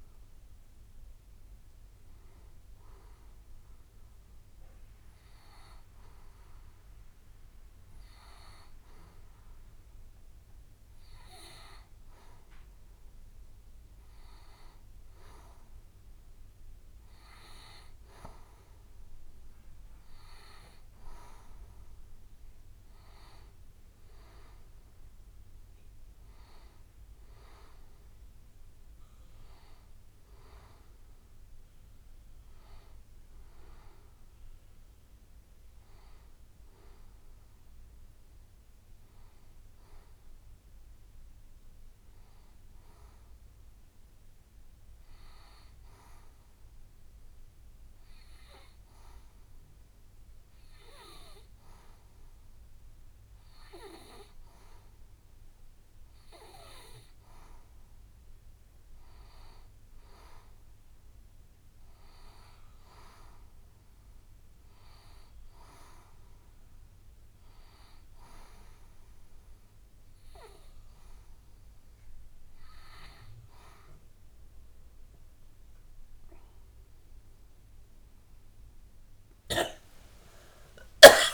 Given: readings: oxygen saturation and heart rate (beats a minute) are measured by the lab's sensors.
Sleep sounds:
breathing in sleep by a room microphone; 1
37.00-40.50 s: arousal
44.00-58.50 s: hypopnea (oxygen 94% before, 89% lowest, heart rate 76 before, 73 extreme, up 5 after)
59.00-80.00 s: oxygen desaturation (device-marked, oxygen 93% before, 89% lowest, heart rate 74 before, 76 extreme)
72.00-81.33 s: new sleep stage, awake
From the record:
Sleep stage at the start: N2 (light sleep); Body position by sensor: on the right side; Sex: female

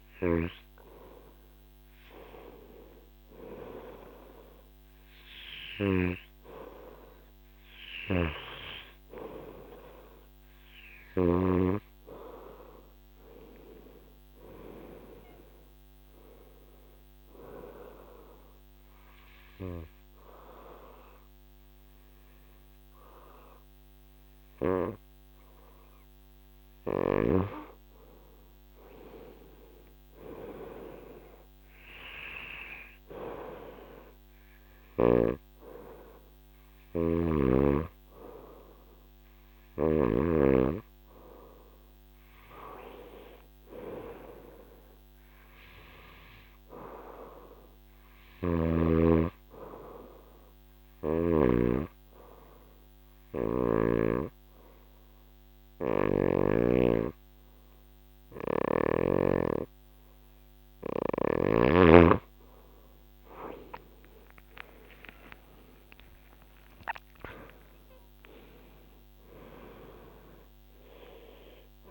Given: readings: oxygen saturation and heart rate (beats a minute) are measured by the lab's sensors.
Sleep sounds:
breathing in sleep by a microphone on the trachea; 2
18.00-28.00 s: obstructive apnea (oxygen 96% before, 89% lowest, heart rate 73 before, 74 extreme, up 3 after)
30.00-35.00 s: arousal
52.00-62.00 s: obstructive apnea (oxygen 95% before, 89% lowest, heart rate 77 before, 66 extreme, up 11 after)
53.00-56.50 s: snoring (device-marked)
64.00-68.50 s: arousal
66.00-71.91 s: oxygen desaturation (device-marked, oxygen 94% before, 89% lowest, heart rate 78 before, 66 extreme)
From the record:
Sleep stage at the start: N2 (light sleep); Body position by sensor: on the right side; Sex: female

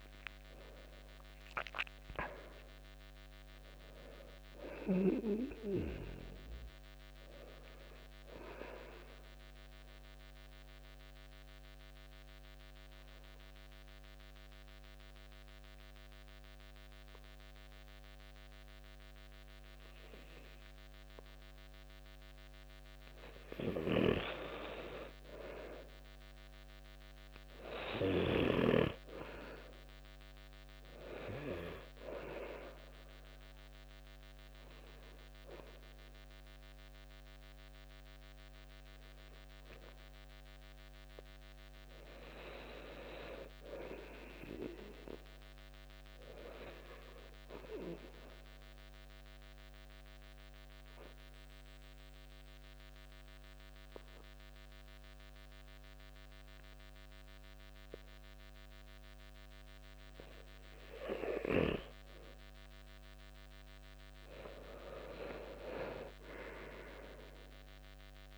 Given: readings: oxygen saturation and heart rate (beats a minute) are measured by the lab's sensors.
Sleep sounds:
breathing in sleep by a microphone on the trachea; 2
0.00-3.00 s: oxygen desaturation (device-marked, oxygen 89% lowest, heart rate 65 extreme)
0.00-3.50 s: arousal
8.50-24.00 s: obstructive apnea (oxygen 95% before, 89% lowest, heart rate 72 before, 65 extreme, up 7 after)
26.00-29.50 s: arousal
49.00-61.50 s: obstructive apnea (oxygen 96% before, 89% lowest, heart rate 72 before, 65 extreme, up 10 after)
50.00-67.00 s: oxygen desaturation (device-marked, oxygen 96% before, 89% lowest, heart rate 72 before, 65 extreme)
64.50-68.00 s: arousal
From the record:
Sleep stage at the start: N2 (light sleep); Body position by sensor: on the back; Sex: male

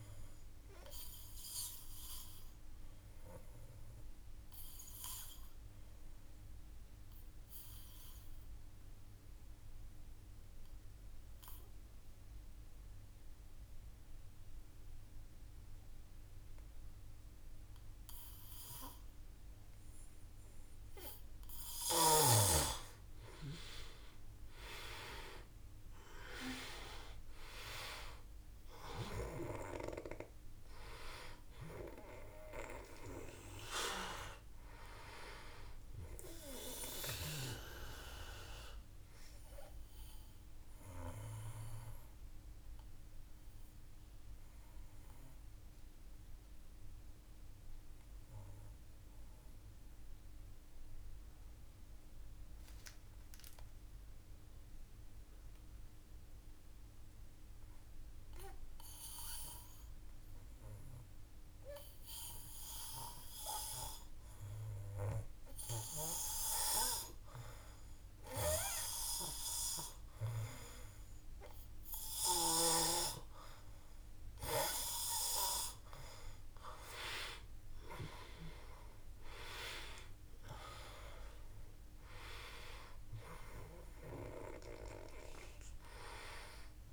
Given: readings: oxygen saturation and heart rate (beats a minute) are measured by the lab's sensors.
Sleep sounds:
breathing in sleep by a room microphone; 2
0.00-18.50 s: oxygen desaturation (device-marked, oxygen 89% lowest, heart rate 52 extreme)
0.50-19.50 s: obstructive apnea (oxygen 98% before, 89% lowest, heart rate 54 before, 52 extreme, up 5 after)
24.00-27.50 s: arousal
31.50-54.50 s: oxygen desaturation (device-marked, oxygen 95% before, 89% lowest, heart rate 55 before, 51 extreme)
37.50-66.00 s: obstructive apnea (oxygen 96% before, 89% lowest, heart rate 55 before, 51 extreme, up 0 after)
61.50-86.93 s: oxygen desaturation (device-marked, oxygen 100% before, 89% lowest, heart rate 53 before, 51 extreme)
68.00-71.50 s: arousal
From the record:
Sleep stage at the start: N2 (light sleep); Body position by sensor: on the back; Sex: male

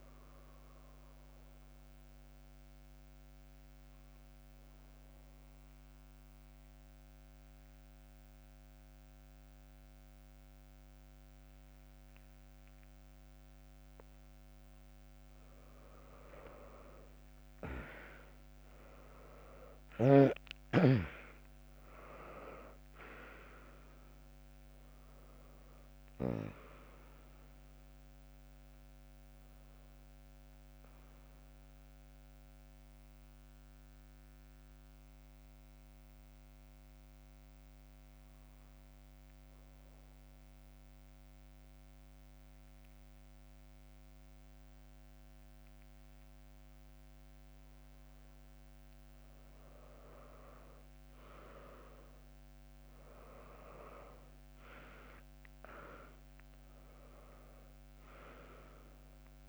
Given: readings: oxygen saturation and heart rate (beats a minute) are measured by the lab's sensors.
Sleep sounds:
breathing in sleep by a microphone on the trachea; 2
0.50-15.50 s: mixed apnea (oxygen 99% before, 95% lowest, heart rate 75 before, 59 extreme, up 2 after)
14.00-16.00 s: bradycardia (device-marked, heart rate 82 before, 64 extreme)
18.00-22.50 s: arousal
22.00-36.00 s: drop in pulse transit time (device-marked, heart rate 71 before, 65 extreme)
22.00-40.00 s: oxygen desaturation (device-marked, oxygen 99% before, 95% lowest, heart rate 71 before, 60 extreme)
31.00-48.50 s: obstructive apnea (oxygen 99% before, 95% lowest, heart rate 70 before, 60 extreme)
49.00-53.50 s: arousal
57.00-59.49 s: drop in pulse transit time (device-marked, heart rate 71 before, 64 extreme)
From the record:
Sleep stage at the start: N2 (light sleep); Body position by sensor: on the back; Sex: female

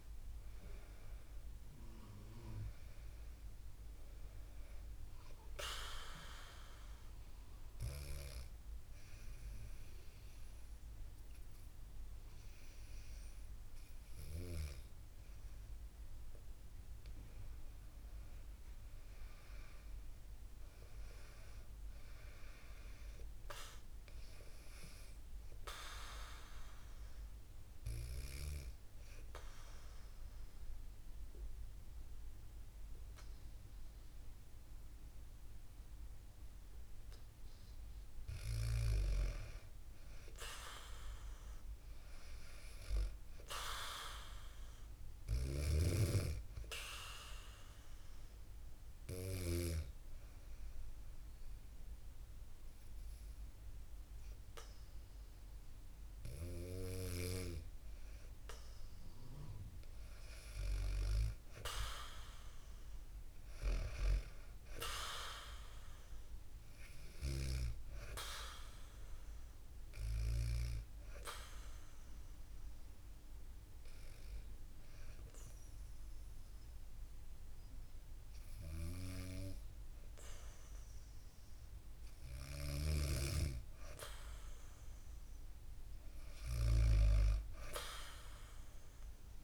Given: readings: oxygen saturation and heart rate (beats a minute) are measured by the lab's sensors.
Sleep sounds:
breathing in sleep by a room microphone; 4
5.00-15.50 s: hypopnea (oxygen 94% before, 92% lowest, heart rate 72 before, 70 extreme, up 1 after)
18.00-21.50 s: arousal
26.00-37.00 s: hypopnea (oxygen 96% before, 93% lowest, heart rate 73 before, 66 extreme, up 1 after)
38.50-42.50 s: arousal
44.50-49.00 s: snoring (device-marked)
48.50-59.00 s: hypopnea (oxygen 96% before, 93% lowest, heart rate 71 before, 66 extreme, up 3 after)
62.50-66.50 s: arousal
70.50-82.00 s: hypopnea (oxygen 96% before, 93% lowest, heart rate 68 before, 67 extreme, up 2 after)
81.50-86.00 s: snoring (device-marked)
87.00-89.44 s: arousal
From the record:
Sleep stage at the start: N2 (light sleep); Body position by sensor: on the back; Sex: female

